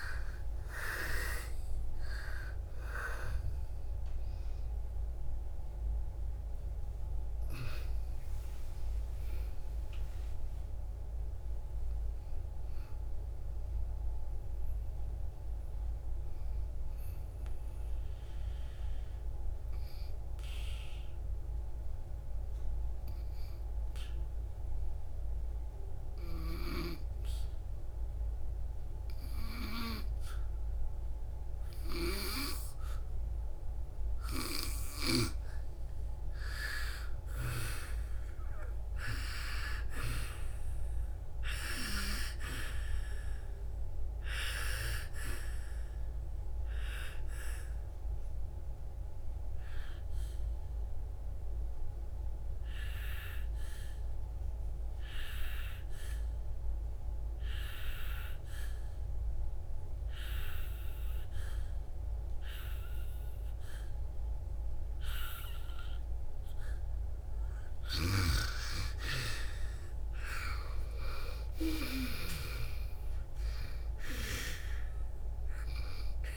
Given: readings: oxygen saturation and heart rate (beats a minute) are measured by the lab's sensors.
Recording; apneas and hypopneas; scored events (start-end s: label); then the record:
breathing in sleep by a room microphone; 2
0.00-6.00 s: oxygen desaturation (device-marked, oxygen 91% lowest, heart rate 53 extreme)
0.00-6.50 s: arousal
8.00-14.00 s: oxygen desaturation (device-marked, oxygen 94% before, 89% lowest, heart rate 60 before, 57 extreme)
17.00-36.50 s: obstructive apnea (oxygen 98% before, 88% lowest, heart rate 62 before, 57 extreme, up 11 after)
21.00-33.00 s: oxygen desaturation (device-marked, oxygen 91% before, 88% lowest, heart rate 61 before, 59 extreme)
38.00-42.00 s: arousal
40.00-65.00 s: oxygen desaturation (device-marked, oxygen 98% before, 90% lowest, heart rate 62 before, 54 extreme)
45.50-67.00 s: obstructive apnea (oxygen 98% before, 89% lowest, heart rate 65 before, 54 extreme, up 9 after)
69.50-73.50 s: arousal
71.00-76.37 s: oxygen desaturation (device-marked, oxygen 98% before, 89% lowest, heart rate 61 before, 54 extreme)
From the record:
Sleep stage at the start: N2 (light sleep); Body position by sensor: on the back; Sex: female